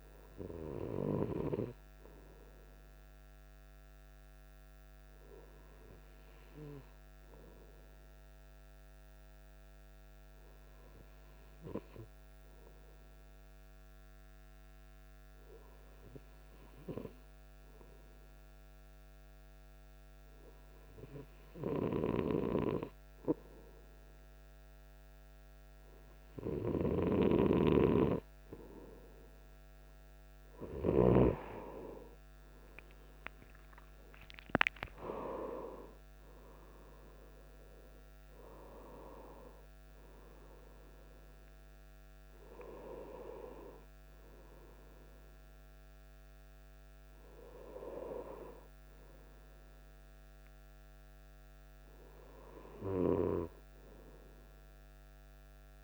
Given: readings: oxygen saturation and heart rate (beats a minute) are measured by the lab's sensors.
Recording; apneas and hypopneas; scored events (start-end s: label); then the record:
breathing in sleep by a microphone on the trachea; 1
6.50-29.50 s: hypopnea (oxygen 98% before, 96% lowest, heart rate 53 before, 52 extreme, up 12 after)
32.50-36.50 s: arousal
From the record:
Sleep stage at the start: N2 (light sleep); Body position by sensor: on the right side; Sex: male